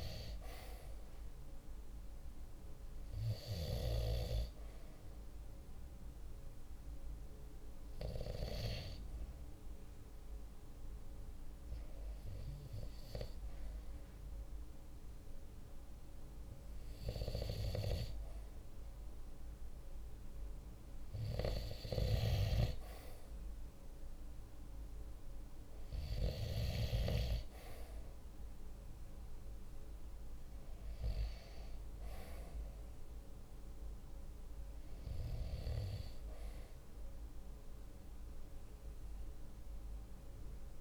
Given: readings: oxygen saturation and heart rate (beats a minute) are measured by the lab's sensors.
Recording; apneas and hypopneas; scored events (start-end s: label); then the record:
breathing in sleep by a room microphone; 1
4.50-18.00 s: hypopnea (oxygen 96% before, 94% lowest, heart rate 47 before, 46 extreme, up 3 after)
20.00-24.00 s: arousal
From the record:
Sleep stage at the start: N2 (light sleep); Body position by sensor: on the right side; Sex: male